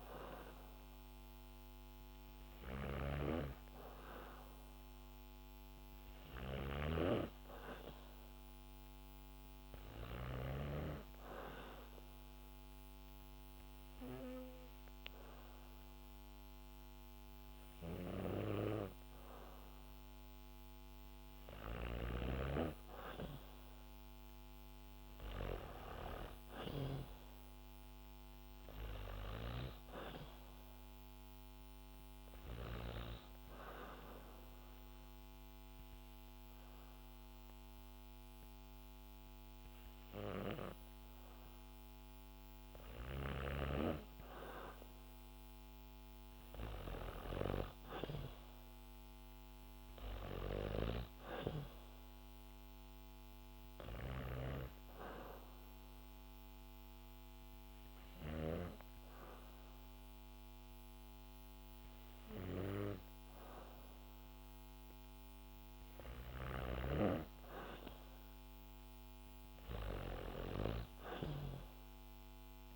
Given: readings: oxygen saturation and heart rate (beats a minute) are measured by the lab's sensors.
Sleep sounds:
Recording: breathing in sleep by a microphone on the trachea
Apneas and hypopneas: 3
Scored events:
0.00-10.00 s: snoring (device-marked)
9.00-20.00 s: hypopnea (oxygen 96% before, 93% lowest, heart rate 64 before, 62 extreme, up 3 after)
20.50-24.50 s: arousal
31.00-41.50 s: hypopnea (oxygen 95% before, 93% lowest, heart rate 65 before, 64 extreme, up 0 after)
43.50-48.00 s: arousal
54.00-64.00 s: obstructive apnea (oxygen 97% before, 94% lowest, heart rate 66 before, 63 extreme, up 0 after)
66.00-70.00 s: arousal
From the record:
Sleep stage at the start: N2 (light sleep)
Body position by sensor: on the back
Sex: female

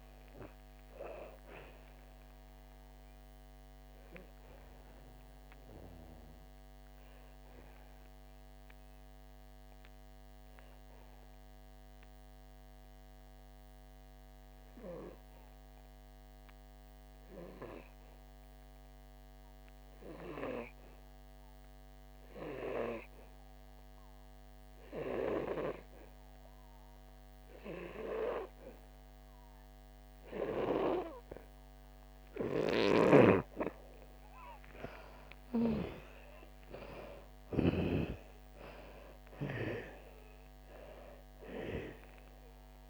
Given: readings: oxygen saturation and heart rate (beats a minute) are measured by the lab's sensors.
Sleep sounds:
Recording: breathing in sleep by a microphone on the trachea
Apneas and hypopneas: 1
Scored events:
0.00-25.00 s: oxygen desaturation (device-marked, oxygen 88% lowest, heart rate 54 extreme)
2.50-33.00 s: obstructive apnea (oxygen 98% before, 86% lowest, heart rate 66 before, 54 extreme, up 8 after)
30.00-42.90 s: oxygen desaturation (device-marked, oxygen 98% before, 86% lowest, heart rate 58 before, 55 extreme)
35.00-38.00 s: arousal
From the record:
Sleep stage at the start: N2 (light sleep)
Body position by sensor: on the back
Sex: female

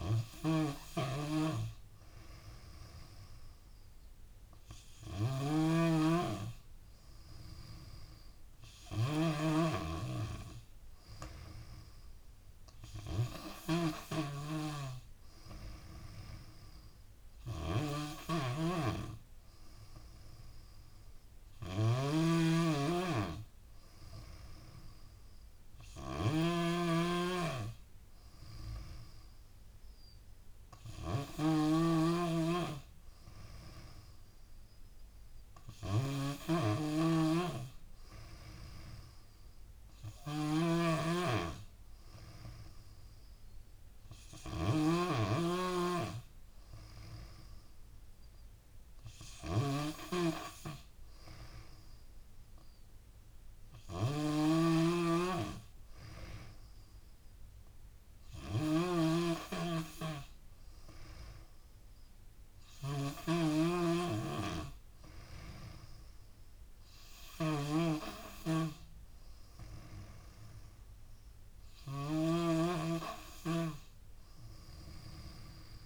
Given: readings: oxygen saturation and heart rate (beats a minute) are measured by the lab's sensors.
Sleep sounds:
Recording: breathing in sleep by a room microphone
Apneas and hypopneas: none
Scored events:
0.00-75.86 s: snoring (device-marked)
49.50-75.86 s: new sleep stage, N3 (deep sleep)
From the record:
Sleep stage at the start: N2 (light sleep)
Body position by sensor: on the back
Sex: female

